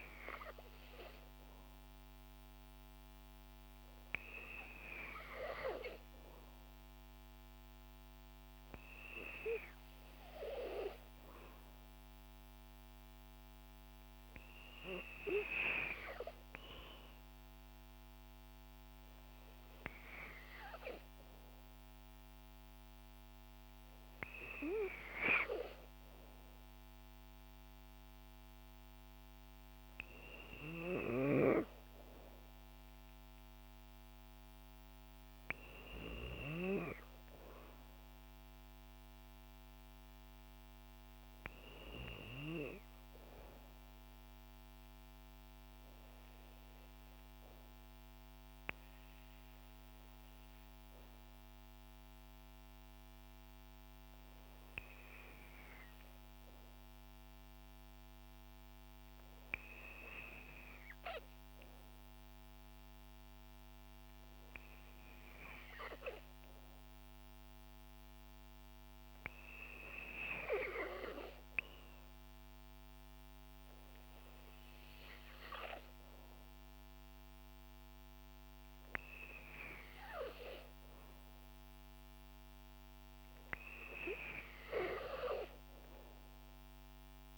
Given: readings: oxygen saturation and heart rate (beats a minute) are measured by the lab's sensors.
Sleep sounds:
breathing in sleep by a microphone on the trachea; 1
41.50-45.00 s: arousal
49.50-65.50 s: hypopnea (oxygen 95% before, 92% lowest, heart rate 58 before, 56 extreme, up 1 after)
67.50-71.00 s: arousal
From the record:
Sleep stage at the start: N2 (light sleep); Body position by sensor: on the back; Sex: female

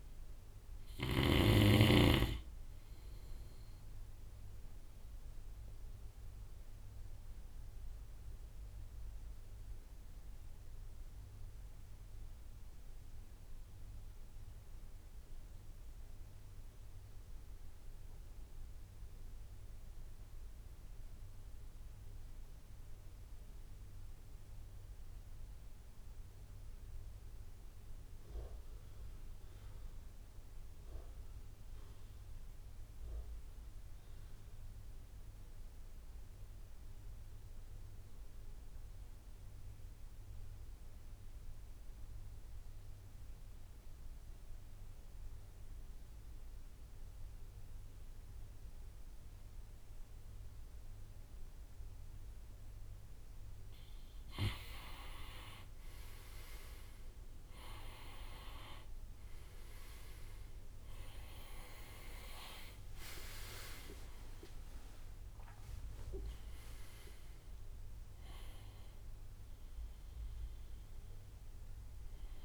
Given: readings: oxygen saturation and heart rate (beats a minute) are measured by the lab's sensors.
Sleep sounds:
breathing in sleep by a room microphone; 1
0.00-15.00 s: oxygen desaturation (device-marked, oxygen 86% lowest)
3.50-51.50 s: obstructive apnea (oxygen 99% before, 81% lowest)
21.00-72.45 s: oxygen desaturation (device-marked, oxygen 98% before, 81% lowest)
53.50-56.50 s: arousal
64.00-68.00 s: arousal
From the record:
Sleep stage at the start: N2 (light sleep); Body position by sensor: on the right side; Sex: male

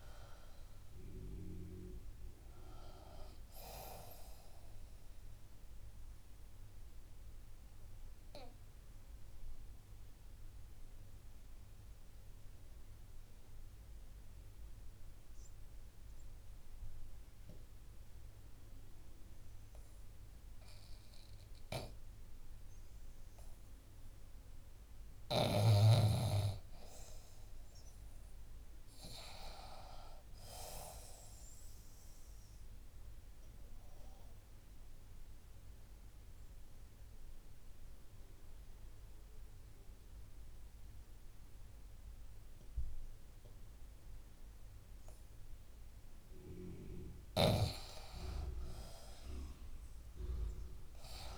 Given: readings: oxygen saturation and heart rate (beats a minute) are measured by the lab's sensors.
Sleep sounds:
breathing in sleep by a room microphone; 2
1.50-23.50 s: oxygen desaturation (device-marked, oxygen 95% before, 71% lowest, heart rate 63 before, 55 extreme)
7.00-24.00 s: obstructive apnea (oxygen 97% before, 71% lowest, heart rate 65 before, 58 extreme, up 5 after)
25.50-49.50 s: oxygen desaturation (device-marked, oxygen 99% before, 79% lowest, heart rate 59 before, 54 extreme)
26.00-29.50 s: arousal
32.50-46.00 s: obstructive apnea (oxygen 99% before, 78% lowest, heart rate 60 before, 54 extreme, up 9 after)
48.50-51.38 s: arousal
From the record:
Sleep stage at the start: N2 (light sleep); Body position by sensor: on the left side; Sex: female

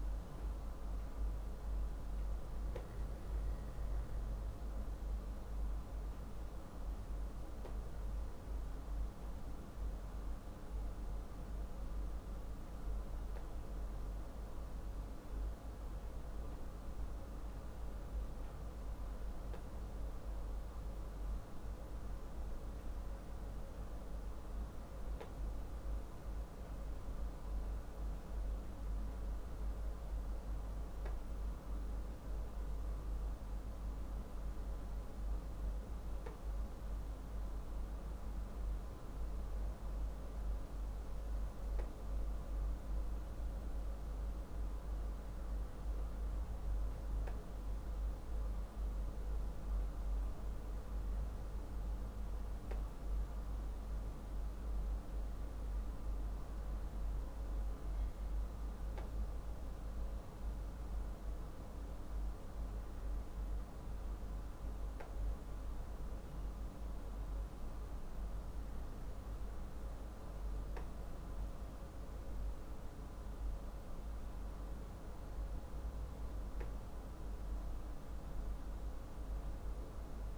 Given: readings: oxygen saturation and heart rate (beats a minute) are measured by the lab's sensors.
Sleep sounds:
breathing in sleep, hard to hear, by a room microphone; none
none scored
From the record:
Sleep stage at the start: N2 (light sleep); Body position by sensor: on the back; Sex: male

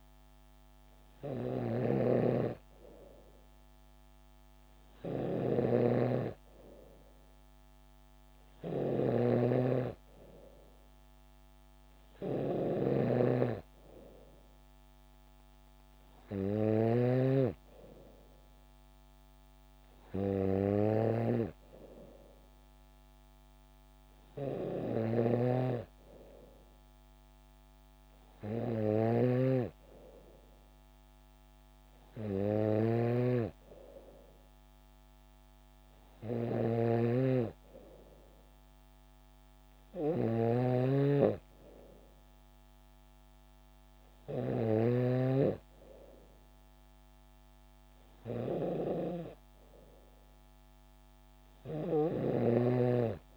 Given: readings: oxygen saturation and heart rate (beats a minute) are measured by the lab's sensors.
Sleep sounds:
breathing in sleep by a microphone on the trachea; none
0.00-45.00 s: snoring (device-marked)
45.00-50.00 s: bradycardia (device-marked, heart rate 69 before, 59 extreme)
52.00-53.37 s: snoring (device-marked)
From the record:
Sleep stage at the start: N3 (deep sleep); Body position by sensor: on the back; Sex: female

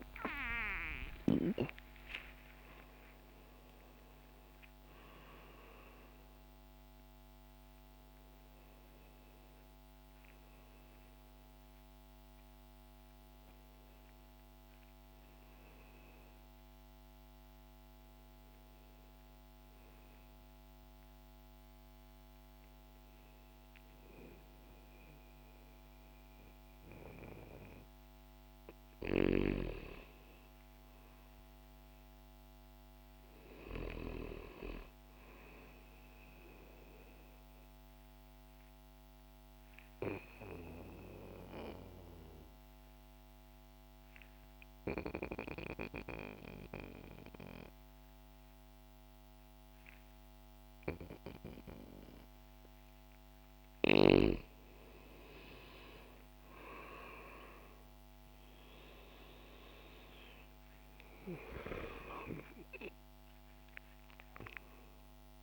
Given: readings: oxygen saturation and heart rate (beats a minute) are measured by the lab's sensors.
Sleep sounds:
a person partly awake in a sleep study, by a microphone on the trachea; 1
25.00-55.00 s: new sleep stage, N2 (light sleep)
35.00-52.00 s: oxygen desaturation (device-marked, oxygen 99% before, 93% lowest, heart rate 66 before, 59 extreme)
35.50-51.50 s: obstructive apnea (oxygen 100% before, 90% lowest, heart rate 66 before, 59 extreme, up 2 after)
55.00-59.00 s: arousal
55.00-65.42 s: new sleep stage, N1 (lightest sleep)
58.00-65.42 s: oxygen desaturation (device-marked, oxygen 94% before, 90% lowest, heart rate 61 before, 63 extreme)
From the record:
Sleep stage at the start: awake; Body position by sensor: on the back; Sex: male

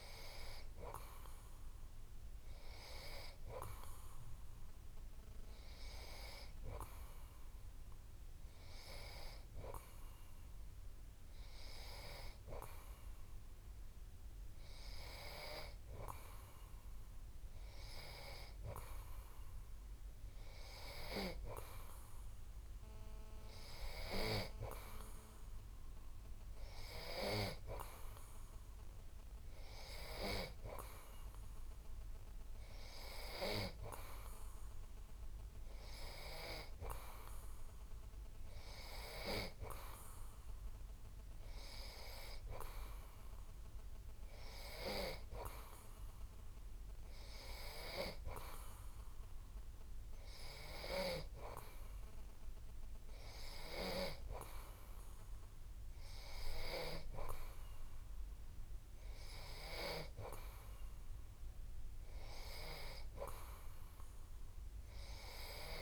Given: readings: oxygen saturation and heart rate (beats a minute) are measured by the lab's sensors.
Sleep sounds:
breathing in sleep by a room microphone; none
none scored
From the record:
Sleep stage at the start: N2 (light sleep); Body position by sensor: on the back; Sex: male

